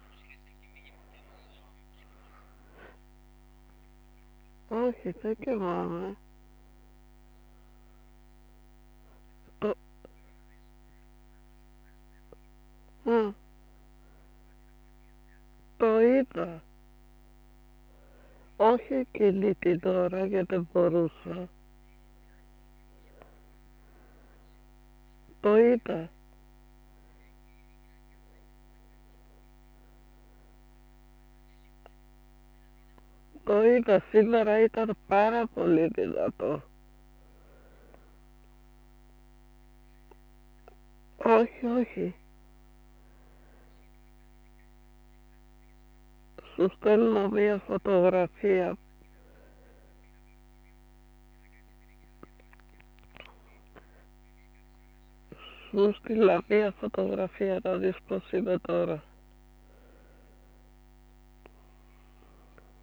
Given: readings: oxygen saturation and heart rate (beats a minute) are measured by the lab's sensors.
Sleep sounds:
a person awake in a sleep study, by a microphone on the trachea; none
none scored
From the record:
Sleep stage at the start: awake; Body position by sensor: on the back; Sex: female

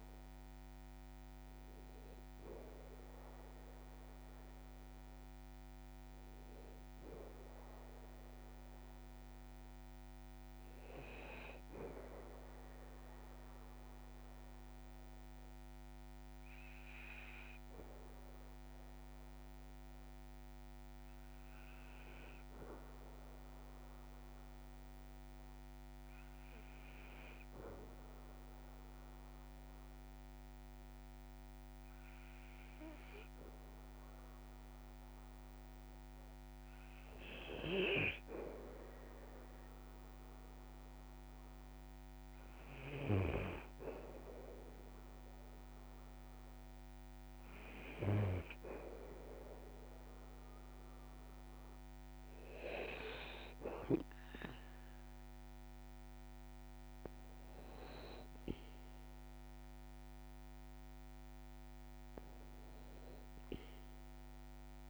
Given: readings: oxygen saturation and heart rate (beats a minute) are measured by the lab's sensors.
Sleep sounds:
breathing in sleep by a microphone on the trachea; 1
12.50-34.50 s: obstructive apnea (oxygen 97% before, 91% lowest, heart rate 55 before, 53 extreme, up 4 after)
38.00-64.90 s: oxygen desaturation (device-marked, oxygen 96% before, 91% lowest, heart rate 55 before, 55 extreme)
38.50-41.00 s: arousal
From the record:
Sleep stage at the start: N2 (light sleep); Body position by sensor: on the back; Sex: male

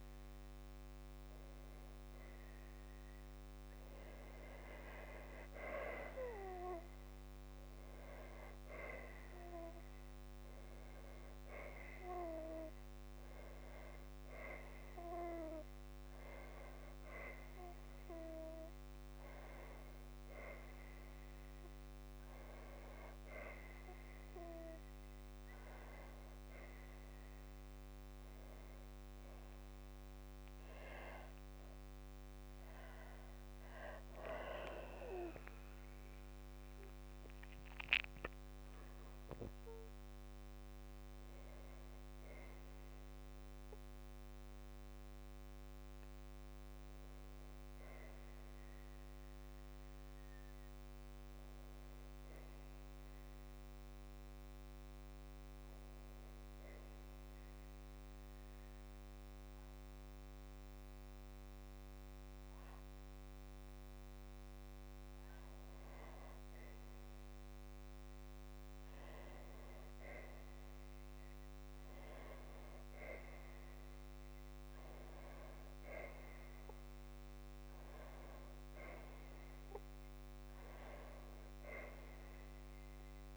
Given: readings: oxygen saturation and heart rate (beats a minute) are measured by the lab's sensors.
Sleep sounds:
a person awake in a sleep study, by a microphone on the trachea; none
none scored
From the record:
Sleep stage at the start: awake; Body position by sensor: on the back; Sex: female

